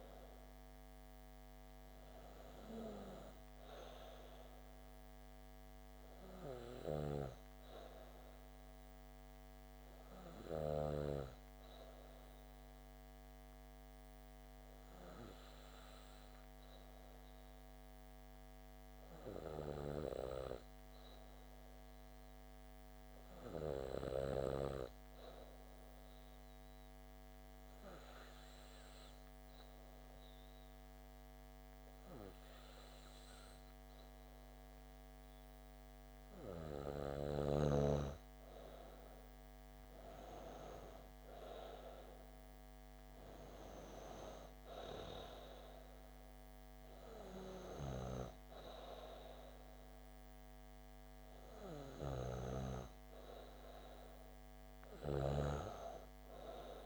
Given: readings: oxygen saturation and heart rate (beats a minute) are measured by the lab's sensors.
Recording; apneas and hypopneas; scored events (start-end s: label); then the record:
breathing in sleep by a microphone on the trachea; 1
25.50-37.50 s: hypopnea (oxygen 96% before, 93% lowest)
39.50-42.50 s: arousal
From the record:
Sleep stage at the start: N2 (light sleep); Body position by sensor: on the back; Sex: female